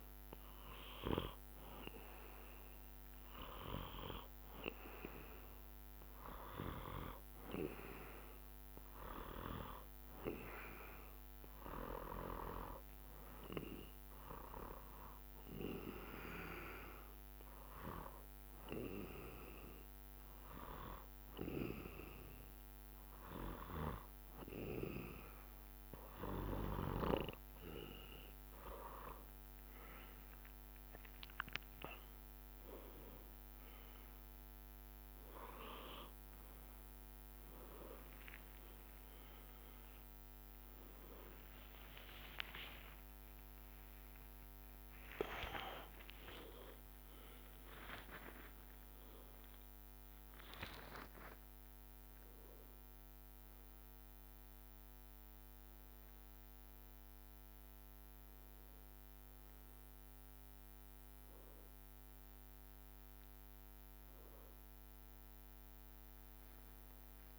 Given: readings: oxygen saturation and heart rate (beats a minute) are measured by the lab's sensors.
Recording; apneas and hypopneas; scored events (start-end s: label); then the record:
a person awake in a sleep study, by a microphone on the trachea; 1
0.00-1.00 s: arousal
2.50-6.50 s: oxygen desaturation (device-marked, oxygen 96% before, 93% lowest, heart rate 67 before, 61 extreme)
11.50-14.50 s: drop in pulse transit time (device-marked, heart rate 66 before, 64 extreme)
13.50-26.50 s: hypopnea (oxygen 96% before, 94% lowest, heart rate 66 before, 61 extreme, up 18 after)
17.50-22.50 s: drop in pulse transit time (device-marked, heart rate 66 before, 63 extreme)
33.50-67.39 s: new sleep stage, awake
41.50-45.50 s: tachycardia (device-marked, heart rate 68 before, 103 extreme)
41.50-53.50 s: drop in pulse transit time (device-marked, heart rate 70 before, 71 extreme)
44.00-46.00 s: long interval between heartbeats (device-marked, heart rate 72 before, 100 extreme)
65.00-67.00 s: long interval between heartbeats (device-marked, heart rate 80 before, 66 extreme)
From the record:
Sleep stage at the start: N2 (light sleep); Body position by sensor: on the back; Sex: male